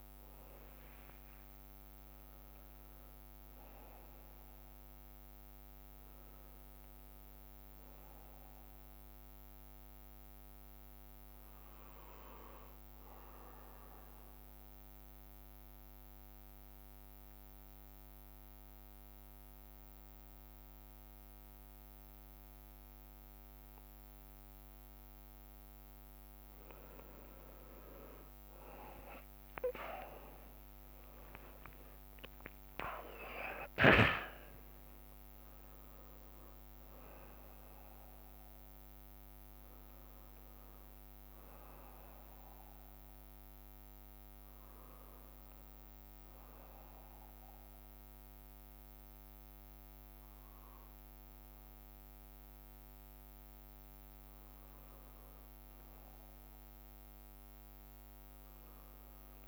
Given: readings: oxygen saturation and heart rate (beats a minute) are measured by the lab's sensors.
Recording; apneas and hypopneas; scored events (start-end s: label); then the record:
breathing in sleep by a microphone on the trachea; 1
1.00-5.00 s: arousal
7.50-19.50 s: bradycardia (device-marked, heart rate 54 before, 56 extreme)
10.00-26.50 s: obstructive apnea (oxygen 95% before, 91% lowest, heart rate 59 before, 56 extreme, up 34 after)
28.50-34.50 s: arousal
30.50-43.50 s: drop in pulse transit time (device-marked, heart rate 59 before, 63 extreme)
31.50-33.50 s: long interval between heartbeats (device-marked, heart rate 60 before, 88 extreme)
46.50-54.50 s: bradycardia (device-marked, heart rate 55 before, 58 extreme)
55.50-58.50 s: arousal
From the record:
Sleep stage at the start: N2 (light sleep); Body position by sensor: on the right side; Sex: male